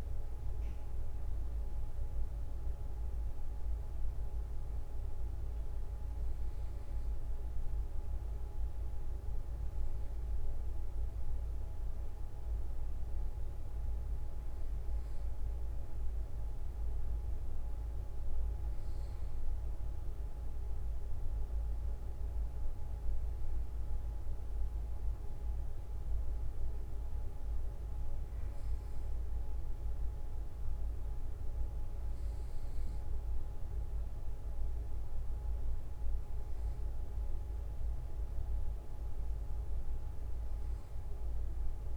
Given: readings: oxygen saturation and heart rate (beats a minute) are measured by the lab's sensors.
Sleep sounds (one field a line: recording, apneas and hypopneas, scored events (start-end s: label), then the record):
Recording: breathing in sleep, hard to hear, by a room microphone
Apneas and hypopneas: none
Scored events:
24.50-41.97 s: new sleep stage, N2 (light sleep)
From the record:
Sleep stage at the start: N1 (lightest sleep)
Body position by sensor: on the right side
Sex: male